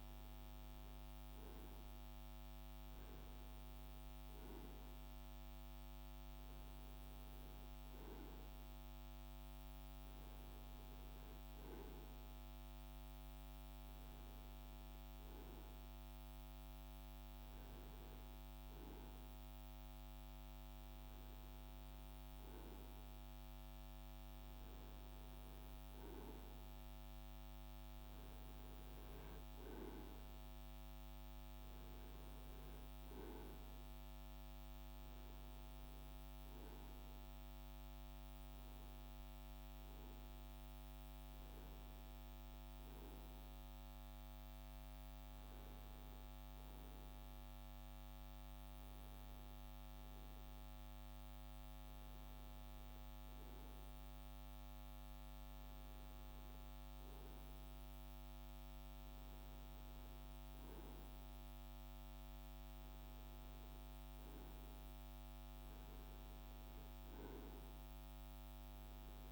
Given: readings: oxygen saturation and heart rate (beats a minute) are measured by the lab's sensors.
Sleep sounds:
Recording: breathing in sleep, hard to hear, by a microphone on the trachea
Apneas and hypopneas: none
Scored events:
none scored
From the record:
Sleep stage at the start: N2 (light sleep)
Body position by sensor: on the right side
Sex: male

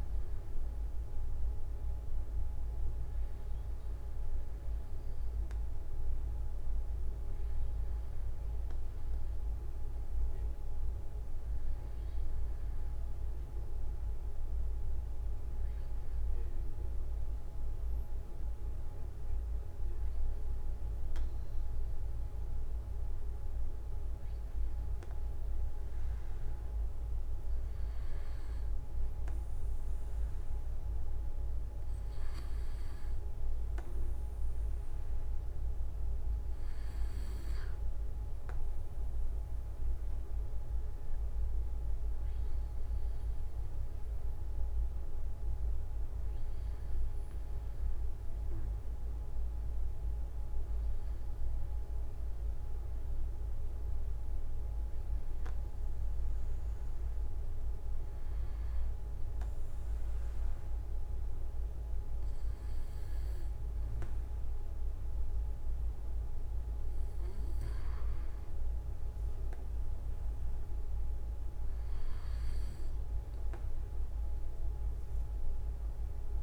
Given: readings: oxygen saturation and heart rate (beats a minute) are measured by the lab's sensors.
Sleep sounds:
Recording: breathing in sleep, hard to hear, by a room microphone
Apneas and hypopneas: none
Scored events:
39.50-45.00 s: arousal
40.50-42.50 s: long interval between heartbeats (device-marked)
From the record:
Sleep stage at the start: REM sleep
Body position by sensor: on the back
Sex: male

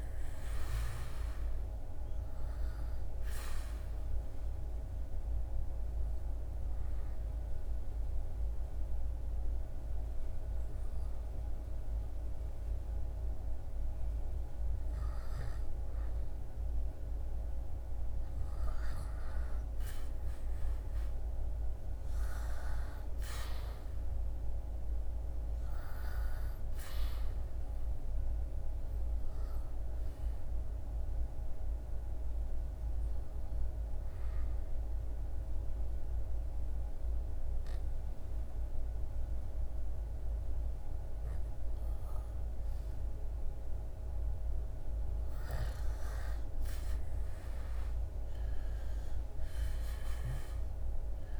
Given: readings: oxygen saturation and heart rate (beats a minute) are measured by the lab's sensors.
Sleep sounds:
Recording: breathing in sleep, hard to hear, by a room microphone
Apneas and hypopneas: 2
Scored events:
2.50-14.00 s: obstructive apnea (oxygen 99% before, 96% lowest, heart rate 76 before, 74 extreme, up 6 after)
15.50-21.00 s: arousal
27.50-41.00 s: obstructive apnea (oxygen 98% before, 95% lowest, heart rate 78 before, 70 extreme, up 2 after)
45.00-50.50 s: arousal
From the record:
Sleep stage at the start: N2 (light sleep)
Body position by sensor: on the back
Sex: male

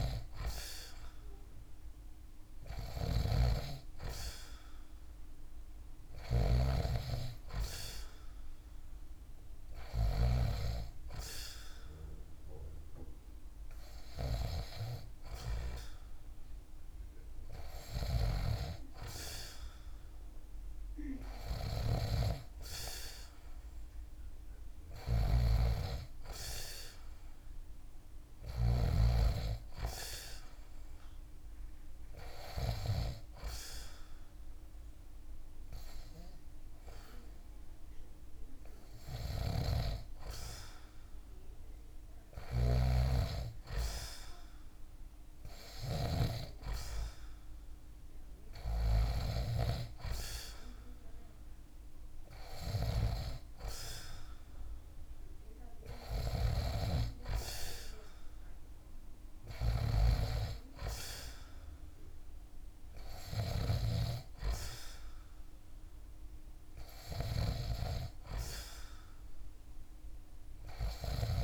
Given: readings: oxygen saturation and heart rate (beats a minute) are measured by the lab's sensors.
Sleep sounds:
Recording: breathing in sleep by a room microphone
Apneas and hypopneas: none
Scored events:
0.00-1.50 s: oxygen desaturation (device-marked, oxygen 96% lowest)
0.00-9.50 s: snoring (device-marked)
24.00-28.00 s: snoring (device-marked)
41.50-45.50 s: snoring (device-marked)
From the record:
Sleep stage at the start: N2 (light sleep)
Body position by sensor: on the back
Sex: male

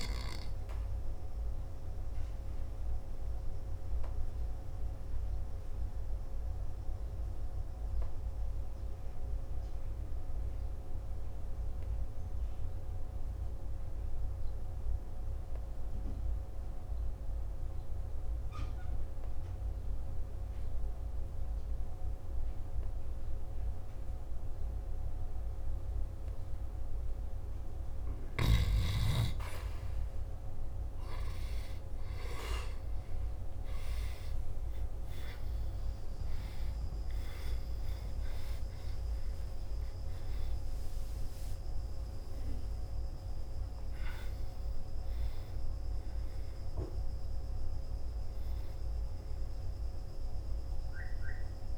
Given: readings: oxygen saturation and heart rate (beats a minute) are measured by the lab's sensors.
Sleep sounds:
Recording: breathing in sleep, hard to hear, by a room microphone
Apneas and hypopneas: 1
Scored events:
0.00-20.00 s: oxygen desaturation (device-marked, oxygen 91% lowest, heart rate 47 extreme)
1.00-26.00 s: obstructive apnea (oxygen 98% before, 90% lowest, heart rate 53 before, 47 extreme)
34.00-39.00 s: arousal
34.00-44.00 s: oxygen desaturation (device-marked, oxygen 97% before, 93% lowest, heart rate 52 before, 54 extreme)
From the record:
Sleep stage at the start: N2 (light sleep)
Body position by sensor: on the back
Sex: male

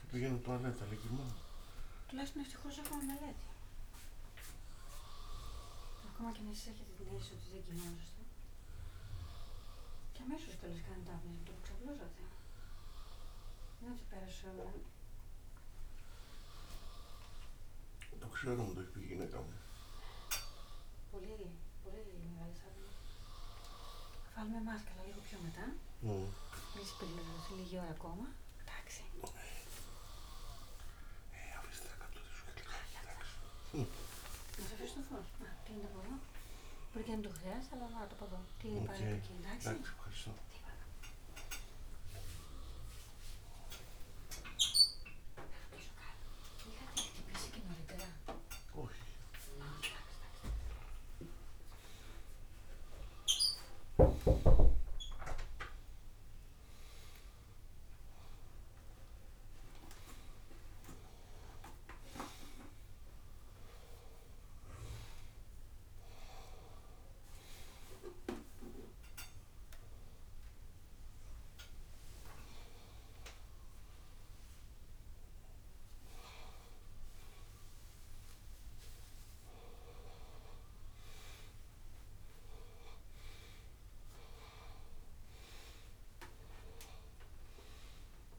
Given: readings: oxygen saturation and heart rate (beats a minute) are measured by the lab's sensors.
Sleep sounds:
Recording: a person awake in a sleep study, by a room microphone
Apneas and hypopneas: none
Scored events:
37.50-39.50 s: long interval between heartbeats (device-marked, heart rate 102 before, 108 extreme)
78.00-80.00 s: long interval between heartbeats (device-marked, heart rate 102 before, 111 extreme)
83.00-88.39 s: oxygen desaturation (device-marked, oxygen 95% before, 91% lowest, heart rate 105 before, 101 extreme)
From the record:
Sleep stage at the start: awake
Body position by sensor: upright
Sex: male

